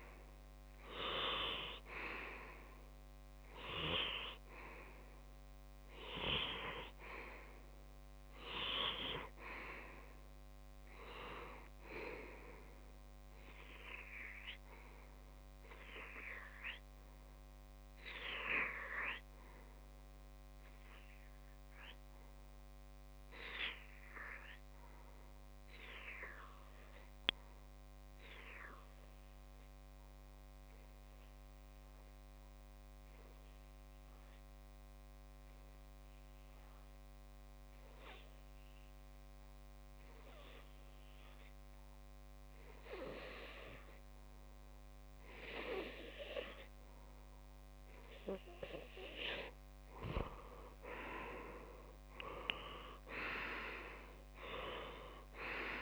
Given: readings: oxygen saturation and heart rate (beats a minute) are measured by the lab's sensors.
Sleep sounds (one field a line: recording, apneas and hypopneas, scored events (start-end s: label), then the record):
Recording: breathing in sleep by a microphone on the trachea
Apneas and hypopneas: 1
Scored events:
0.00-4.50 s: oxygen desaturation (device-marked, oxygen 93% lowest)
15.00-48.50 s: obstructive apnea (oxygen 97% before, 94% lowest)
42.50-49.50 s: oxygen desaturation (device-marked, oxygen 99% before, 96% lowest)
52.00-55.82 s: arousal
From the record:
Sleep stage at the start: REM sleep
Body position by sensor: on the left side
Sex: male